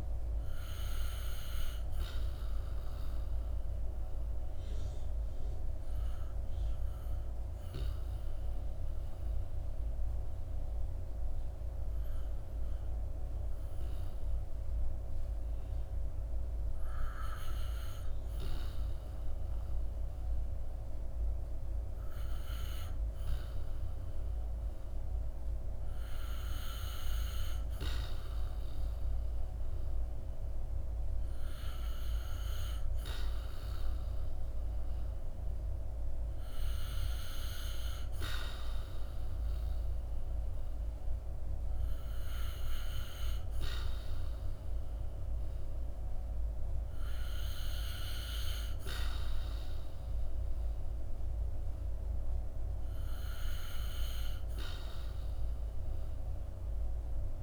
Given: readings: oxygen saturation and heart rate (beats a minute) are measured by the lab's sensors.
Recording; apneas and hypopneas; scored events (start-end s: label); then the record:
breathing in sleep by a room microphone; 1
0.00-23.00 s: oxygen desaturation (device-marked, oxygen 91% lowest, heart rate 54 extreme)
4.00-16.50 s: obstructive apnea (oxygen 97% before, 90% lowest, heart rate 60 before, 55 extreme, up 4 after)
18.50-23.00 s: arousal
41.00-57.43 s: oxygen desaturation (device-marked, oxygen 93% before, 90% lowest, heart rate 60 before, 53 extreme)
From the record:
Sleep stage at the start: REM sleep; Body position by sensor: on the back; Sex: male